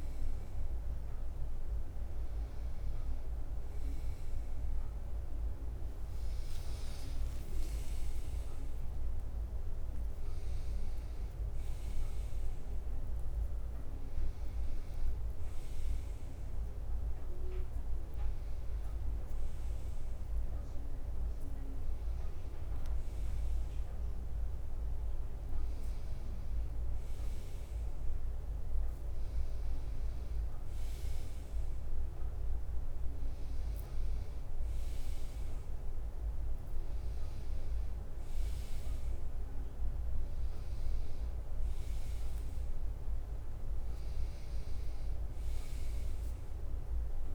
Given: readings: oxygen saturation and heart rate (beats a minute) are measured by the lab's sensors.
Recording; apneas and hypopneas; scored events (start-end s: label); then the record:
a person awake in a sleep study, hard to hear, by a room microphone; none
14.00-47.35 s: new sleep stage, awake
From the record:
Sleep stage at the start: N1 (lightest sleep); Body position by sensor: on the right side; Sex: male